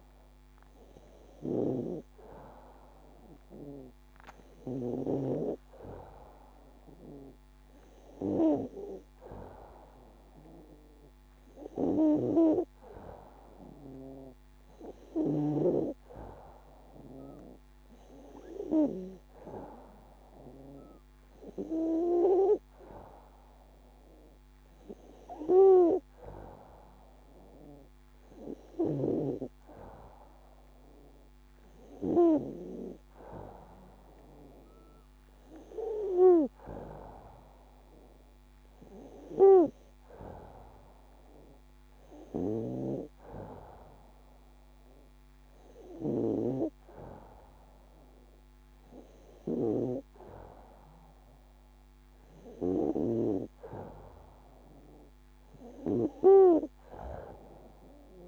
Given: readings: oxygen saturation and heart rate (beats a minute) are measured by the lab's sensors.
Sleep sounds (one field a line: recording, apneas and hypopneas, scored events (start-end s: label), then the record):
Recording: breathing in sleep by a microphone on the trachea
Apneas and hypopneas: none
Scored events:
none scored
From the record:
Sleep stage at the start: N2 (light sleep)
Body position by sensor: on the back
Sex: female